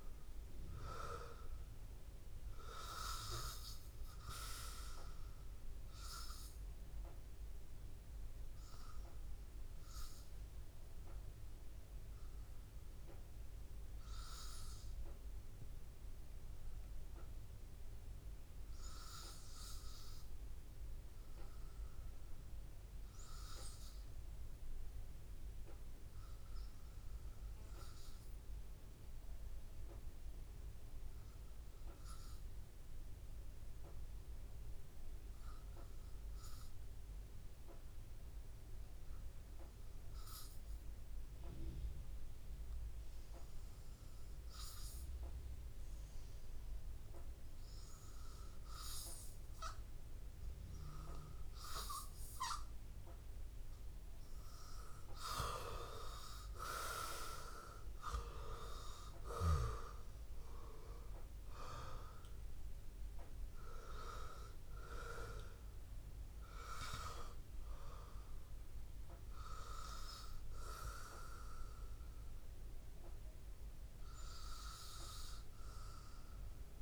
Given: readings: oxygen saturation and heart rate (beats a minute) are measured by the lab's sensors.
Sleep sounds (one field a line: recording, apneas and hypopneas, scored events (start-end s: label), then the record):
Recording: breathing in sleep by a room microphone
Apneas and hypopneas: 1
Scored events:
15.00-48.00 s: hypopnea (oxygen 94% before, 89% lowest, heart rate 85 before, 77 extreme, up 2 after)
37.50-76.50 s: oxygen desaturation (device-marked, oxygen 98% before, 89% lowest, heart rate 83 before, 77 extreme)
51.00-55.50 s: arousal
From the record:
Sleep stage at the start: N2 (light sleep)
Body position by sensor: on the back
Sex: male